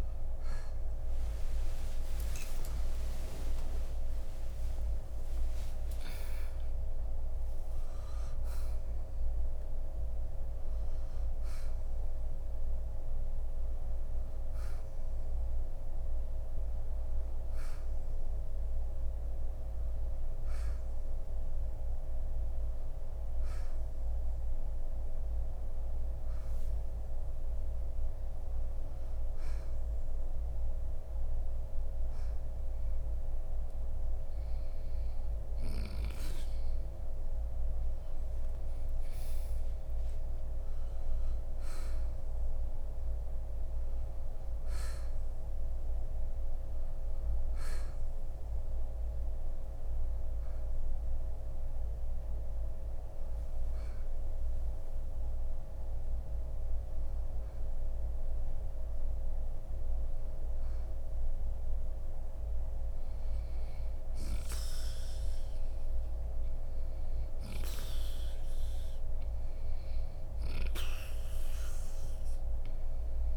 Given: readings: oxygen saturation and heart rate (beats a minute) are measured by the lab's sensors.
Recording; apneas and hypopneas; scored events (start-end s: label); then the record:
breathing in sleep, hard to hear, by a room microphone; none
3.00-8.00 s: arousal
40.00-45.00 s: arousal
62.50-73.37 s: new sleep stage, N2 (light sleep)
From the record:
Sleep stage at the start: N1 (lightest sleep); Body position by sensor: on the right side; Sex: male